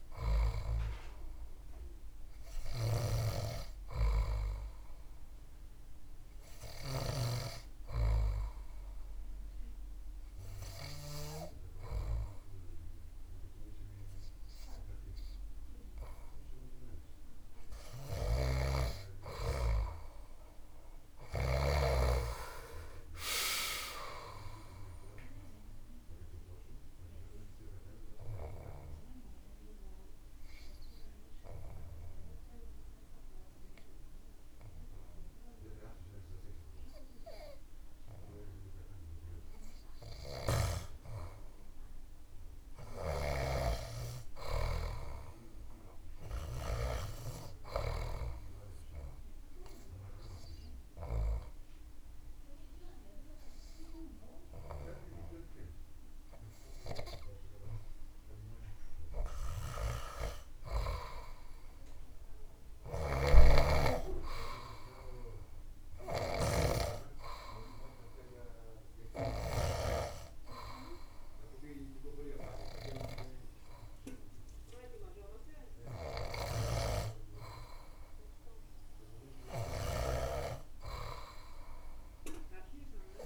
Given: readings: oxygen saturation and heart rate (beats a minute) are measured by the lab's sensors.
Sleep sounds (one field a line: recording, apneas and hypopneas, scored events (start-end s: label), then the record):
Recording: breathing in sleep by a room microphone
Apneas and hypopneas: 3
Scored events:
6.00-17.00 s: hypopnea (oxygen 98% before, 96% lowest)
17.50-21.00 s: snoring (device-marked)
19.00-23.00 s: arousal
26.50-40.00 s: obstructive apnea (oxygen 98% before, 96% lowest)
41.50-45.50 s: arousal
42.50-47.50 s: snoring (device-marked)
50.00-60.50 s: obstructive apnea (oxygen 98% before, 96% lowest)
62.50-66.00 s: snoring (device-marked)
64.50-68.00 s: arousal
From the record:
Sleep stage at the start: N2 (light sleep)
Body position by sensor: on the back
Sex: male